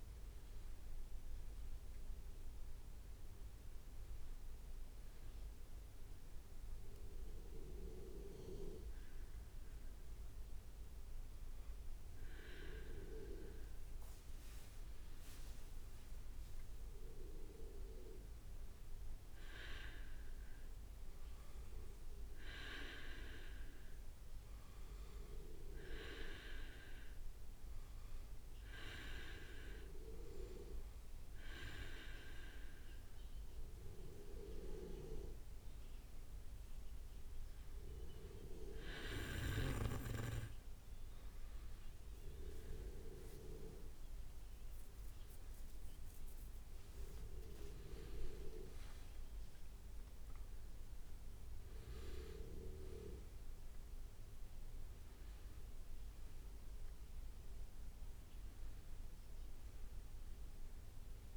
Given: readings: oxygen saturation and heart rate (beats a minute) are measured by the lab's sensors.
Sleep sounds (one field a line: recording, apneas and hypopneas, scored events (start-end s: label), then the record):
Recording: breathing in sleep by a room microphone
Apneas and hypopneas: 2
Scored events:
3.00-13.50 s: hypopnea (oxygen 98% before, 95% lowest, heart rate 70 before, 64 extreme, up 5 after)
14.00-18.00 s: leg movement (device-marked)
16.00-19.00 s: arousal
24.00-35.00 s: hypopnea (oxygen 99% before, 95% lowest, heart rate 66 before, 66 extreme, up 2 after)
42.50-44.50 s: leg movement (device-marked)
45.00-54.50 s: leg movement (device-marked)
48.50-53.50 s: arousal
From the record:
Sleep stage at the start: N2 (light sleep)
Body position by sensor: on the back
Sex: male